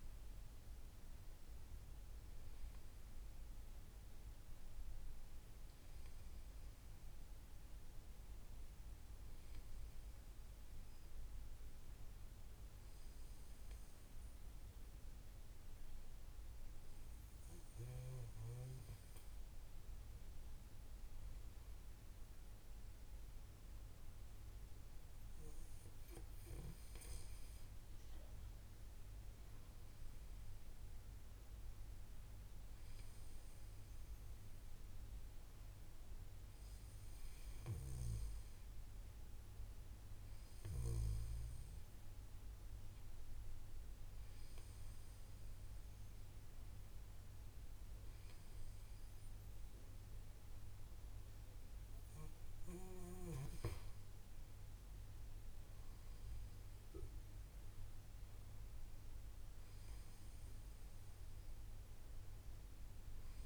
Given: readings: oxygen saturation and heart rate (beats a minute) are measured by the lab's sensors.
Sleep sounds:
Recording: breathing in sleep, hard to hear, by a room microphone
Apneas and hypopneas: none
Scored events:
none scored
From the record:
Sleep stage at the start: N2 (light sleep)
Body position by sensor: on the back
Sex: male

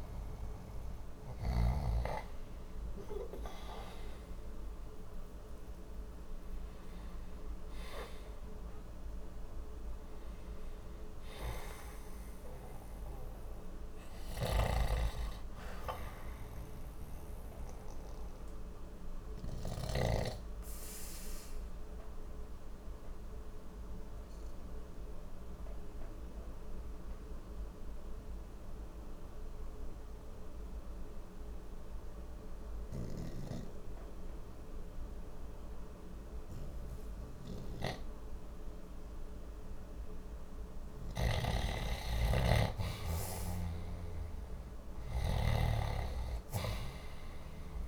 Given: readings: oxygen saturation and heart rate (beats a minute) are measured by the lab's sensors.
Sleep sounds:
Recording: breathing in sleep by a room microphone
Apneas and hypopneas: 1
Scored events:
0.00-1.50 s: snoring (device-marked)
0.00-29.50 s: oxygen desaturation (device-marked, oxygen 90% lowest, heart rate 59 extreme)
2.50-8.00 s: arousal
14.00-20.00 s: snoring (device-marked)
16.50-40.50 s: obstructive apnea (oxygen 96% before, 90% lowest, heart rate 63 before, 59 extreme, up 0 after)
41.00-47.88 s: snoring (device-marked)
42.50-47.88 s: arousal
42.50-47.88 s: oxygen desaturation (device-marked, oxygen 97% before, 90% lowest, heart rate 60 before, 59 extreme)
From the record:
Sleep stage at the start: N2 (light sleep)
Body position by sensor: on the left side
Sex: male

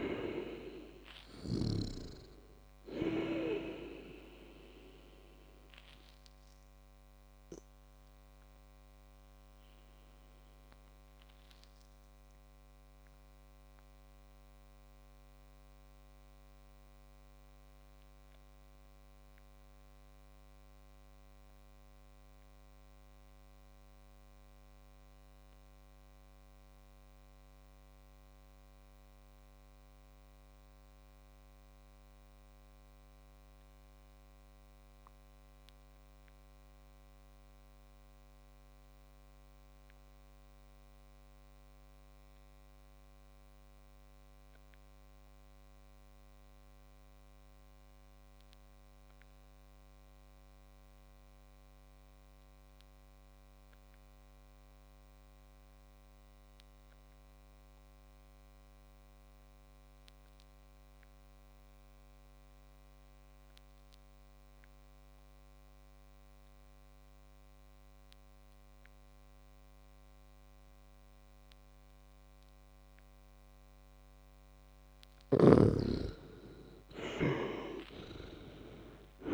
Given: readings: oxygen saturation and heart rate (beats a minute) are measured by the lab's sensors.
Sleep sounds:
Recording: breathing in sleep by a microphone on the trachea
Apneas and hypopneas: 1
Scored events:
8.50-74.50 s: obstructive apnea (oxygen 100% before, 90% lowest, heart rate 60 before, 49 extreme)
63.00-79.33 s: oxygen desaturation (device-marked, oxygen 98% before, 90% lowest, heart rate 50 before, 49 extreme)
76.50-79.33 s: arousal
From the record:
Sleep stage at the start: N2 (light sleep)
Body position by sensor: on the back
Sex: male

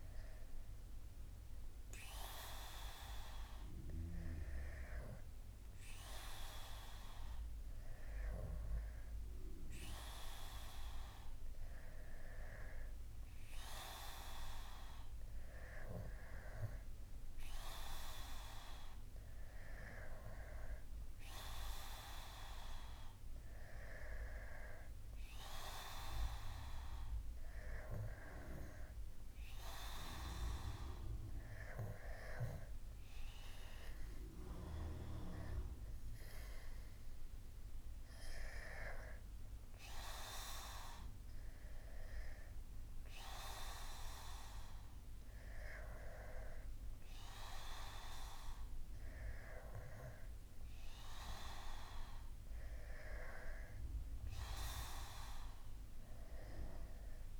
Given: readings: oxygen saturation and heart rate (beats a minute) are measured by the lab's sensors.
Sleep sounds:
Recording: breathing in sleep by a room microphone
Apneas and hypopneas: none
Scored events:
none scored
From the record:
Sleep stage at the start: N2 (light sleep)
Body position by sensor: on the back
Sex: male

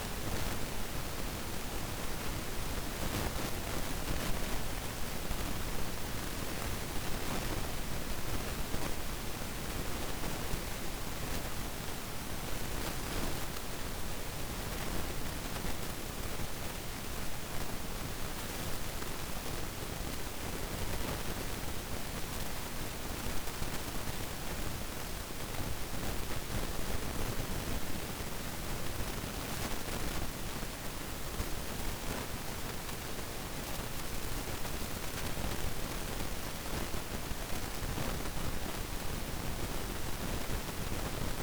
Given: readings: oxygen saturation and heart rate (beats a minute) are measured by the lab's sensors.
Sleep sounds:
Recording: breathing in sleep, hard to hear, by a microphone on the trachea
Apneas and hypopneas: none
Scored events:
18.00-22.00 s: arousal
From the record:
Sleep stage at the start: N2 (light sleep)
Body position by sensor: on the back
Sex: male

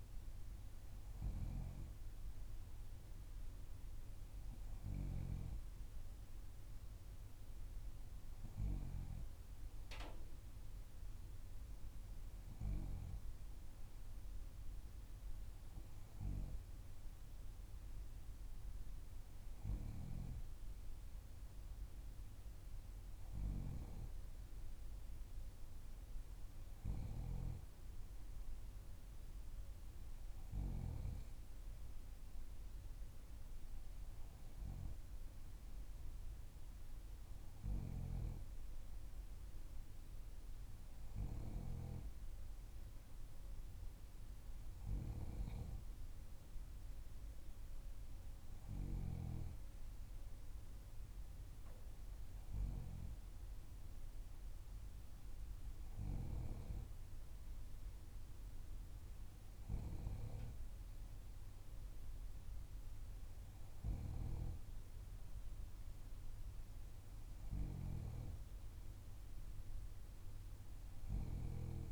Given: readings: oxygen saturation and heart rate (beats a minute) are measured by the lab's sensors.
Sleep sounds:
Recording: breathing in sleep by a room microphone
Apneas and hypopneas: none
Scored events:
none scored
From the record:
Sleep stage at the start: N3 (deep sleep)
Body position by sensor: on the back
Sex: female

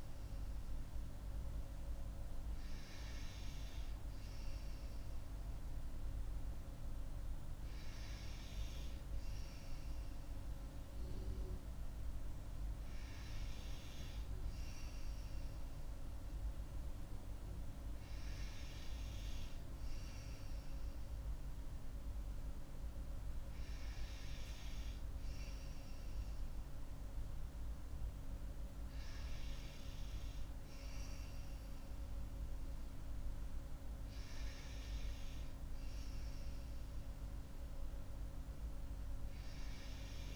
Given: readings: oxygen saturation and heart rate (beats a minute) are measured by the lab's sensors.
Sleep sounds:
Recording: breathing in sleep, hard to hear, by a room microphone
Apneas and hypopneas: none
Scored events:
none scored
From the record:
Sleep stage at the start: N2 (light sleep)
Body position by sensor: on the right side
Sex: female

